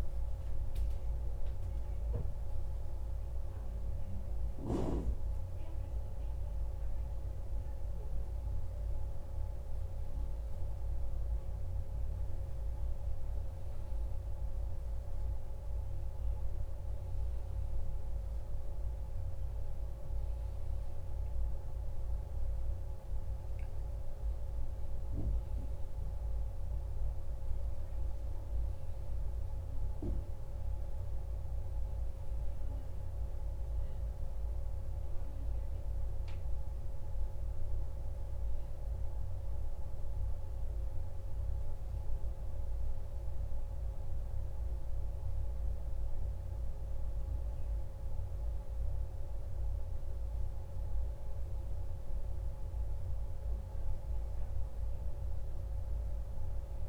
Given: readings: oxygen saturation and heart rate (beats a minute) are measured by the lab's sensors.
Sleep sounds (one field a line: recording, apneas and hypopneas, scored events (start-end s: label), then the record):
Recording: a person awake in a sleep study, hard to hear, by a room microphone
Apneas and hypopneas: none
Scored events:
none scored
From the record:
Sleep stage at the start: awake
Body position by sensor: on the back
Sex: male